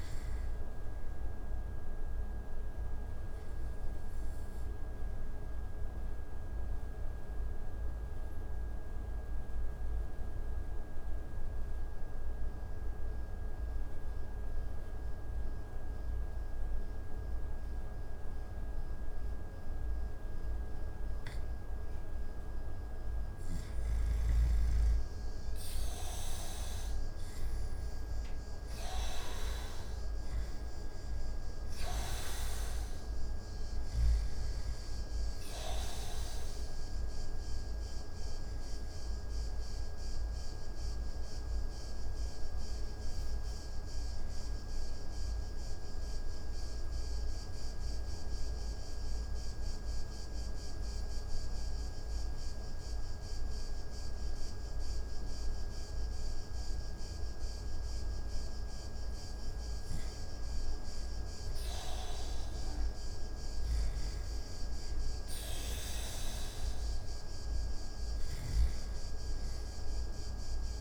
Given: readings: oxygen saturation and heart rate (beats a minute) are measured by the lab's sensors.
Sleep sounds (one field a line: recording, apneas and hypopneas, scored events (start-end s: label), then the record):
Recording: breathing in sleep, hard to hear, by a room microphone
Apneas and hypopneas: 2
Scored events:
0.00-16.50 s: oxygen desaturation (device-marked, oxygen 89% lowest)
3.00-22.50 s: obstructive apnea (oxygen 97% before, 86% lowest)
25.50-29.50 s: arousal
34.50-61.50 s: oxygen desaturation (device-marked, oxygen 96% before, 86% lowest)
39.50-57.00 s: obstructive apnea (oxygen 97% before, 86% lowest)
61.00-66.00 s: arousal
68.50-70.81 s: oxygen desaturation (device-marked, oxygen 98% before, 89% lowest)
From the record:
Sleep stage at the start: N2 (light sleep)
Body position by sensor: on the back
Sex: male